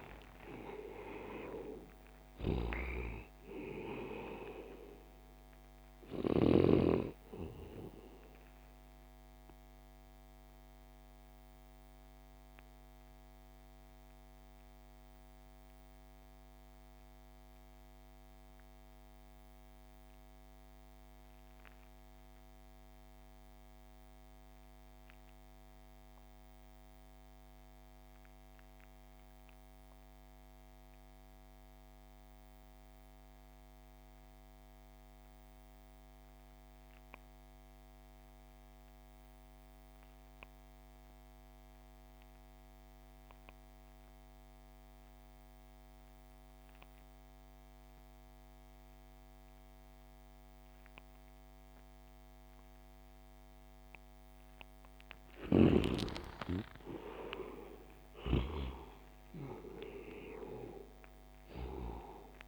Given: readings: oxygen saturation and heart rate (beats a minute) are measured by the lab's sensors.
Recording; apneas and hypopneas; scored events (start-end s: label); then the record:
breathing in sleep by a microphone on the trachea; 1
0.00-6.00 s: snoring (device-marked)
0.00-21.00 s: oxygen desaturation (device-marked, oxygen 71% lowest)
7.50-53.50 s: mixed apnea (oxygen 96% before, 66% lowest)
34.00-62.48 s: oxygen desaturation (device-marked, oxygen 98% before, 66% lowest)
56.00-59.50 s: arousal
From the record:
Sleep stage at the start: REM sleep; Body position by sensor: on the back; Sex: male